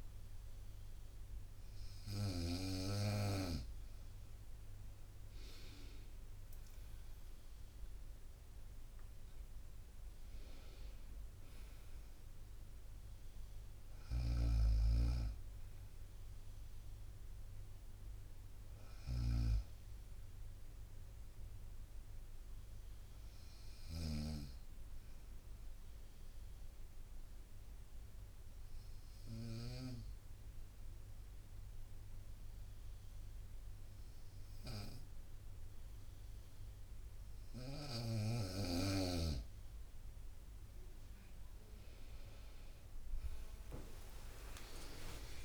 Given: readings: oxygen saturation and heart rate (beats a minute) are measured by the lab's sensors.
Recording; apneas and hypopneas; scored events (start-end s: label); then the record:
breathing in sleep by a room microphone; 1
0.00-2.50 s: snoring (device-marked)
2.50-16.50 s: drop in pulse transit time (device-marked, heart rate 65 before, 63 extreme)
14.00-19.50 s: snoring (device-marked)
25.50-37.50 s: obstructive apnea (oxygen 96% before, 93% lowest, heart rate 65 before, 62 extreme, up 17 after)
44.00-45.45 s: long interval between heartbeats (device-marked, heart rate 62 before, 71 extreme)
From the record:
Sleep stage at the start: N2 (light sleep); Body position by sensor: on the right side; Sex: female